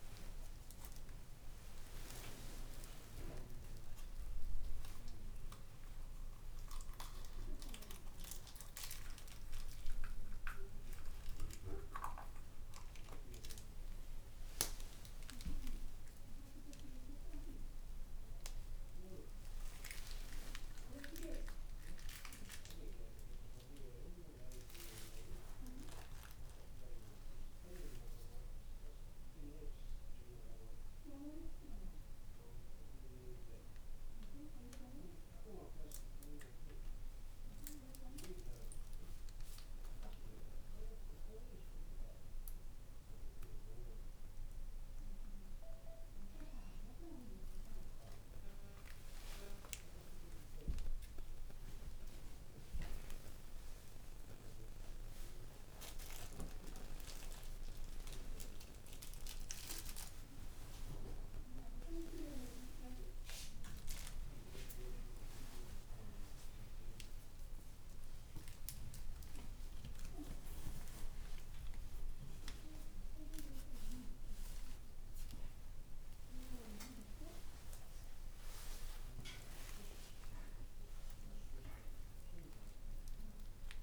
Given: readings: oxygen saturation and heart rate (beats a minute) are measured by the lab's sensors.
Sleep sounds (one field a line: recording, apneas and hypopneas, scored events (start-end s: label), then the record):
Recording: a person awake in a sleep study, by a room microphone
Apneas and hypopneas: none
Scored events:
none scored
From the record:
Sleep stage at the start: awake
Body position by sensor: on the back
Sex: male